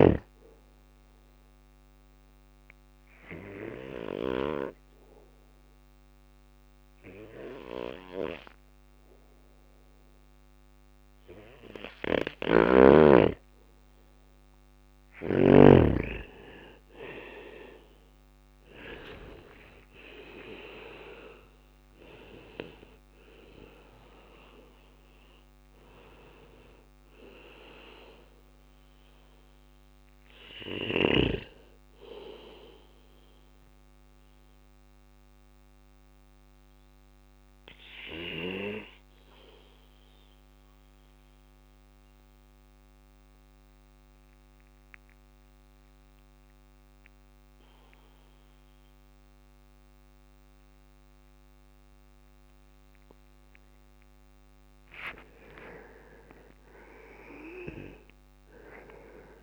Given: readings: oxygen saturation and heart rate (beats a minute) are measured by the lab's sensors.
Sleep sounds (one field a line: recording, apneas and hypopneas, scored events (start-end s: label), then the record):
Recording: breathing in sleep by a microphone on the trachea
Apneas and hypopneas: 2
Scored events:
0.00-12.50 s: bradycardia (device-marked, heart rate 56 extreme)
1.50-12.00 s: obstructive apnea (oxygen 97% before, 91% lowest, heart rate 58 before, 56 extreme, up 25 after)
14.00-17.50 s: arousal
16.50-42.50 s: oxygen desaturation (device-marked, oxygen 99% before, 91% lowest, heart rate 58 before, 58 extreme)
18.50-32.50 s: drop in pulse transit time (device-marked, heart rate 59 before, 59 extreme)
27.50-30.50 s: bradycardia (device-marked, heart rate 61 before, 61 extreme)
34.50-52.50 s: obstructive apnea (oxygen 99% before, 91% lowest, heart rate 68 before, 57 extreme, up 5 after)
38.00-40.00 s: long interval between heartbeats (device-marked, heart rate 69 before, 70 extreme)
40.50-52.50 s: bradycardia (device-marked, heart rate 61 before, 59 extreme)
54.00-58.00 s: arousal
55.50-59.43 s: drop in pulse transit time (device-marked, heart rate 62 before, 58 extreme)
56.50-59.43 s: oxygen desaturation (device-marked, oxygen 99% before, 94% lowest, heart rate 62 before, 56 extreme)
From the record:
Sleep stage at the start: N2 (light sleep)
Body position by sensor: on the back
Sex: male